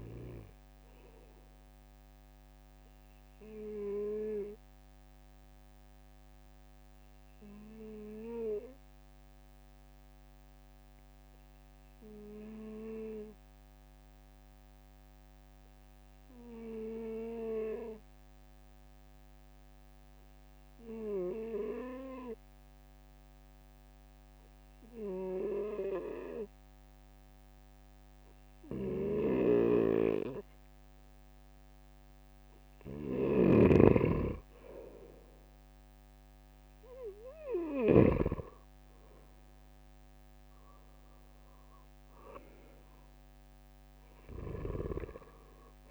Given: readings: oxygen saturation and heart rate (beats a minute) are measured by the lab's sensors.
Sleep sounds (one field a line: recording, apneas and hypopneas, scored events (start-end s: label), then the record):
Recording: breathing in sleep by a microphone on the trachea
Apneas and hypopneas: 1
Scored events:
2.50-29.50 s: obstructive apnea (oxygen 97% before, 93% lowest, heart rate 64 before, 64 extreme, up 5 after)
28.50-37.50 s: snoring (device-marked)
35.00-38.50 s: arousal
From the record:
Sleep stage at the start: N2 (light sleep)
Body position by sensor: on the right side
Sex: male